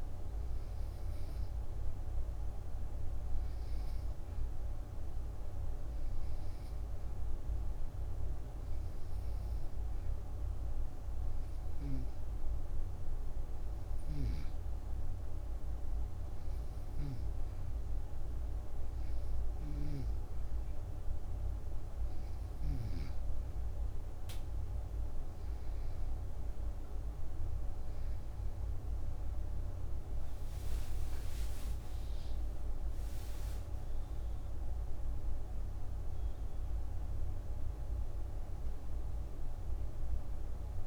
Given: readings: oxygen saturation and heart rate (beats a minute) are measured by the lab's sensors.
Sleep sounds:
breathing in sleep, hard to hear, by a room microphone; 1
0.00-1.50 s: arousal
0.00-18.00 s: oxygen desaturation (device-marked, oxygen 92% lowest)
7.50-25.00 s: hypopnea (oxygen 98% before, 89% lowest)
27.00-40.87 s: oxygen desaturation (device-marked, oxygen 93% before, 90% lowest)
30.00-35.00 s: arousal
From the record:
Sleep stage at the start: N2 (light sleep); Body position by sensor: on the back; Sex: female

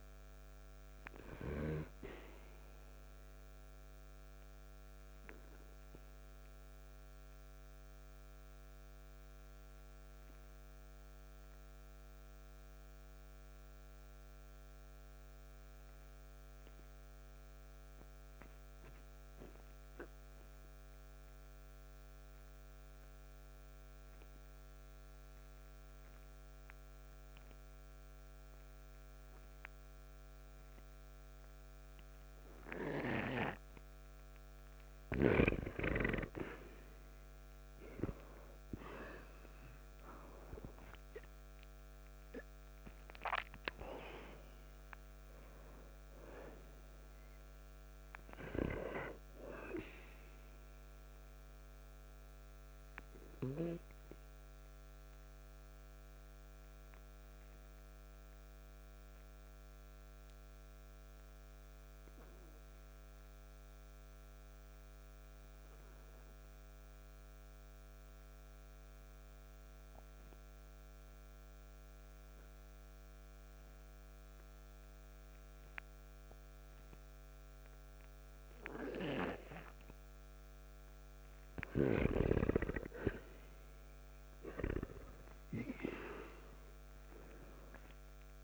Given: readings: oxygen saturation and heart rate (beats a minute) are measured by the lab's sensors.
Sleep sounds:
breathing in sleep by a microphone on the trachea; 2
0.00-11.00 s: oxygen desaturation (device-marked, oxygen 92% lowest, heart rate 54 extreme)
5.50-34.50 s: obstructive apnea (oxygen 98% before, 85% lowest, heart rate 58 before, 54 extreme, up 4 after)
18.00-33.00 s: oxygen desaturation (device-marked, oxygen 93% before, 89% lowest, heart rate 60 before, 54 extreme)
35.00-71.00 s: oxygen desaturation (device-marked, oxygen 98% before, 85% lowest, heart rate 58 before, 55 extreme)
37.00-42.00 s: arousal
54.50-81.00 s: obstructive apnea (oxygen 98% before, 84% lowest, heart rate 59 before, 55 extreme, up 2 after)
82.50-86.00 s: arousal
86.00-88.44 s: oxygen desaturation (device-marked, oxygen 98% before, 84% lowest, heart rate 57 before, 54 extreme)
From the record:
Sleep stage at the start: N2 (light sleep); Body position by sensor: on the back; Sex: male

